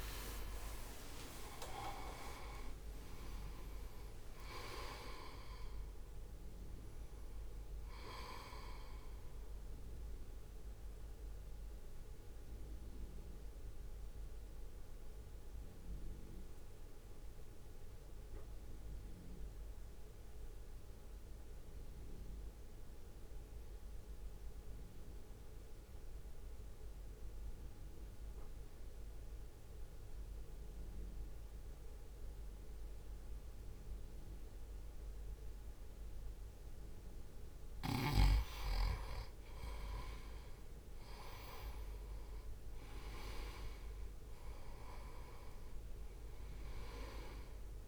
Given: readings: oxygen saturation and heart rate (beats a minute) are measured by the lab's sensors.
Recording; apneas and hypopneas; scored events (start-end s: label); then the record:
breathing in sleep by a room microphone; 1
0.00-1.50 s: arousal
0.00-9.00 s: oxygen desaturation (device-marked, oxygen 89% lowest, heart rate 57 extreme)
0.00-14.00 s: drop in pulse transit time (device-marked, heart rate 59 before, 57 extreme)
11.50-36.00 s: mixed apnea (oxygen 98% before, 88% lowest, heart rate 60 before, 52 extreme, up 0 after)
20.00-30.00 s: oxygen desaturation (device-marked, oxygen 92% before, 88% lowest, heart rate 62 before, 52 extreme)
37.00-41.00 s: arousal
42.00-47.88 s: oxygen desaturation (device-marked, oxygen 98% before, 89% lowest, heart rate 64 before, 52 extreme)
44.00-47.88 s: drop in pulse transit time (device-marked, heart rate 64 before, 52 extreme)
From the record:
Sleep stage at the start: N2 (light sleep); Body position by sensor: on the right side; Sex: male